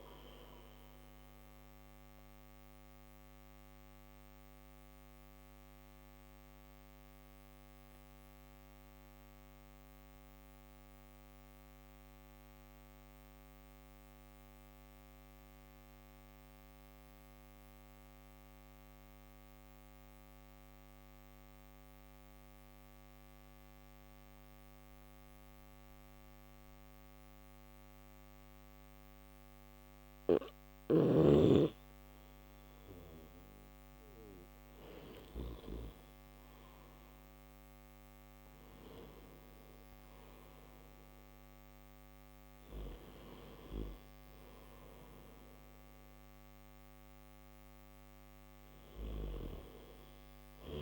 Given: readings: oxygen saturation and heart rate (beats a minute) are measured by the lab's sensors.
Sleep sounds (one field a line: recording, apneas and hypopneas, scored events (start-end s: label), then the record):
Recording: breathing in sleep by a microphone on the trachea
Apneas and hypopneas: 1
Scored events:
0.50-31.50 s: obstructive apnea (oxygen 96% before, 92% lowest)
26.50-50.82 s: oxygen desaturation (device-marked, oxygen 97% before, 92% lowest)
29.50-34.50 s: snoring (device-marked)
From the record:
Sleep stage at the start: N1 (lightest sleep)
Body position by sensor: on the back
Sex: male